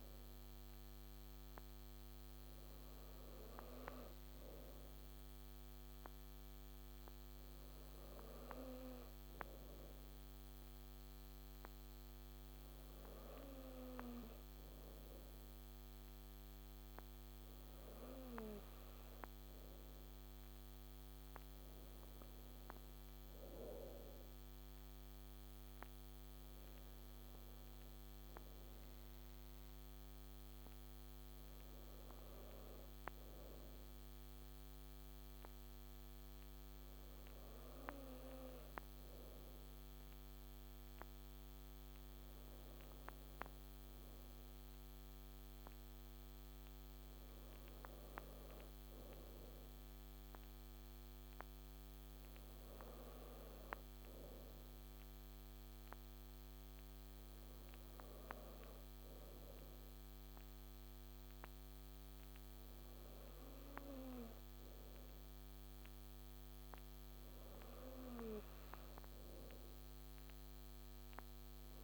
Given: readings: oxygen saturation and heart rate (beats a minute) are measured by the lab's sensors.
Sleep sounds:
breathing in sleep by a microphone on the trachea; none
none scored
From the record:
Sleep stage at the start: N2 (light sleep); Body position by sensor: on the right side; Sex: female

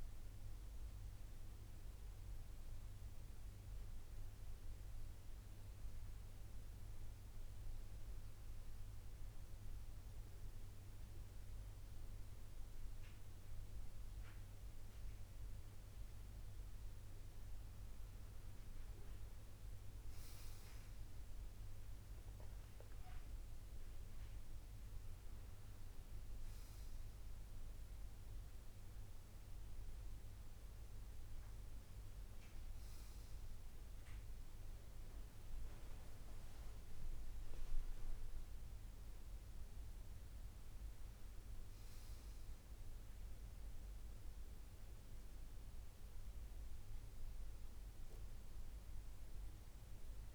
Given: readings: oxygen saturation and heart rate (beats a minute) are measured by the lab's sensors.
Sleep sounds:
breathing in sleep, hard to hear, by a room microphone; none
15.00-32.00 s: oxygen desaturation (device-marked, oxygen 99% before, 95% lowest)
20.00-50.35 s: new sleep stage, N2 (light sleep)
37.00-50.35 s: oxygen desaturation (device-marked, oxygen 96% before, 92% lowest)
From the record:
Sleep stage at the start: N1 (lightest sleep); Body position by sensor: on the back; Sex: male

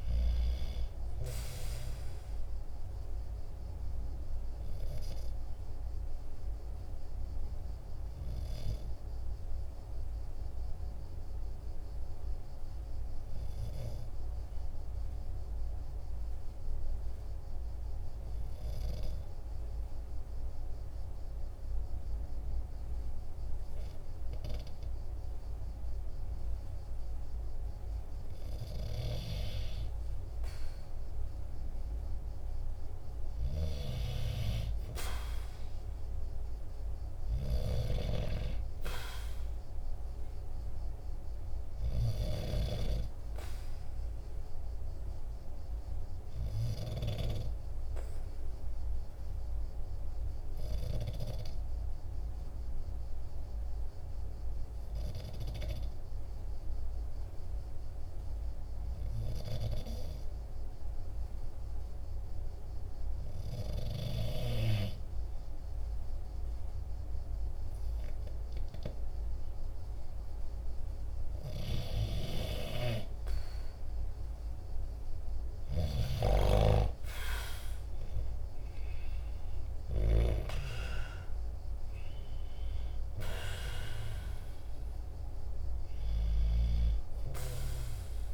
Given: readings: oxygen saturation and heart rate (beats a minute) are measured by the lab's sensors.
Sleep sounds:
breathing in sleep by a room microphone; 2
0.00-24.00 s: oxygen desaturation (device-marked, oxygen 90% lowest, heart rate 45 extreme)
4.00-27.00 s: obstructive apnea (oxygen 98% before, 90% lowest, heart rate 52 before, 46 extreme, up 0 after)
29.50-33.50 s: arousal
44.50-69.50 s: obstructive apnea (oxygen 98% before, 93% lowest, heart rate 47 before, 46 extreme, up 1 after)
73.00-78.00 s: arousal
From the record:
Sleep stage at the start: N2 (light sleep); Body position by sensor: on the right side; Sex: male

